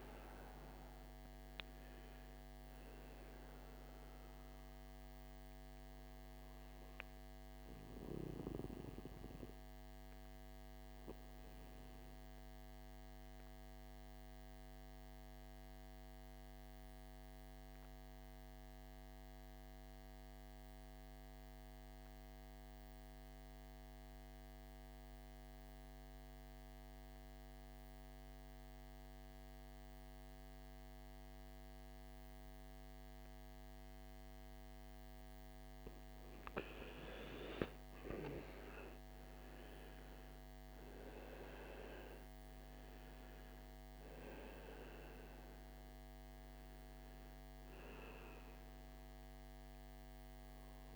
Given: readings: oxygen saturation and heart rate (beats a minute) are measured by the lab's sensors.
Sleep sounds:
breathing in sleep by a microphone on the trachea; 1
0.00-18.00 s: oxygen desaturation (device-marked, oxygen 87% lowest, heart rate 55 extreme)
10.00-35.00 s: mixed apnea (oxygen 97% before, 86% lowest, heart rate 66 before, 53 extreme, up 13 after)
32.00-50.96 s: oxygen desaturation (device-marked, oxygen 98% before, 86% lowest, heart rate 57 before, 53 extreme)
38.00-42.00 s: arousal
From the record:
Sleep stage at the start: N2 (light sleep); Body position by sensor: on the right side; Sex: male

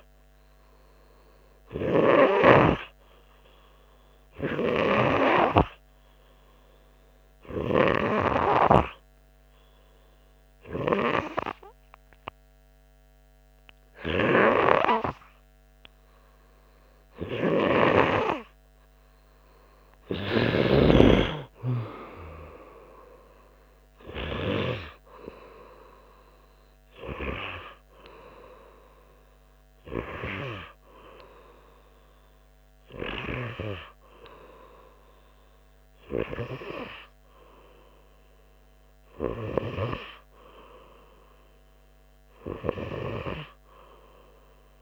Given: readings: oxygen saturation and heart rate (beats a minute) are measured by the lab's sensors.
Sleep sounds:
breathing in sleep by a microphone on the trachea; 1
8.00-20.00 s: hypopnea (oxygen 96% before, 92% lowest, heart rate 90 before, 89 extreme, up 13 after)
24.50-28.50 s: arousal
37.00-44.82 s: new sleep stage, N2 (light sleep)
From the record:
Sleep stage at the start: N3 (deep sleep); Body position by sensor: on the front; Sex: male

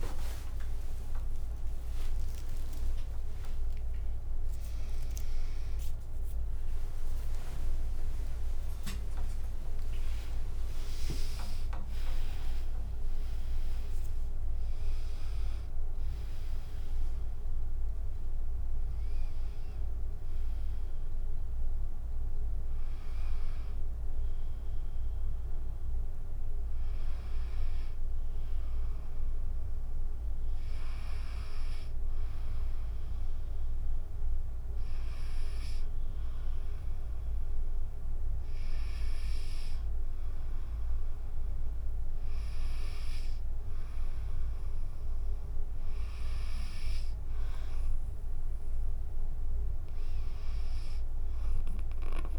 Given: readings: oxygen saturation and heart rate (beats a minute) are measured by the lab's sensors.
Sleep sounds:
a person partly awake in a sleep study, by a room microphone; none
0.00-1.00 s: drop in pulse transit time (device-marked, heart rate 78 extreme)
0.00-1.00 s: oxygen desaturation (device-marked, oxygen 88% lowest)
0.00-3.00 s: tachycardia (device-marked, heart rate 127 extreme)
5.00 s: drop in pulse transit time (device-marked)
6.00-16.00 s: tachycardia (device-marked, heart rate 67 before, 108 extreme)
6.00-36.00 s: new sleep stage, N1 (lightest sleep)
7.00-17.00 s: drop in pulse transit time (device-marked, heart rate 101 before, 80 extreme)
16.00-21.00 s: oxygen desaturation (device-marked, oxygen 99% before, 94% lowest, heart rate 109 before, 25 extreme)
36.00-52.39 s: new sleep stage, N2 (light sleep)
From the record:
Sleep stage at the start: awake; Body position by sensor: on the back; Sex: female

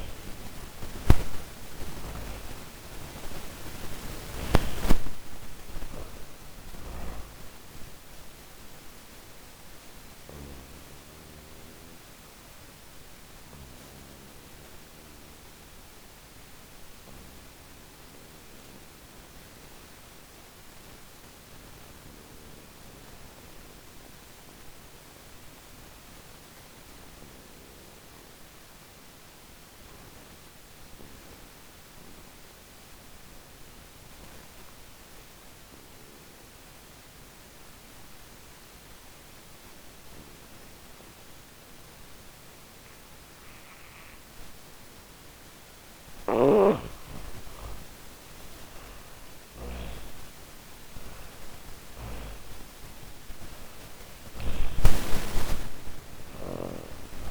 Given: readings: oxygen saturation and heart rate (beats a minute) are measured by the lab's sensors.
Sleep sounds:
breathing in sleep by a microphone on the trachea; 1
0.00-2.00 s: arousal
0.00-22.00 s: oxygen desaturation (device-marked, oxygen 86% lowest, heart rate 39 extreme)
10.50-43.50 s: obstructive apnea (oxygen 98% before, 86% lowest, heart rate 75 before, 39 extreme)
38.00-57.31 s: oxygen desaturation (device-marked, oxygen 98% before, 90% lowest, heart rate 49 before, 52 extreme)
44.50-48.00 s: snoring (device-marked)
47.00-52.00 s: arousal
From the record:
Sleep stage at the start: N2 (light sleep); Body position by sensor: on the back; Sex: female

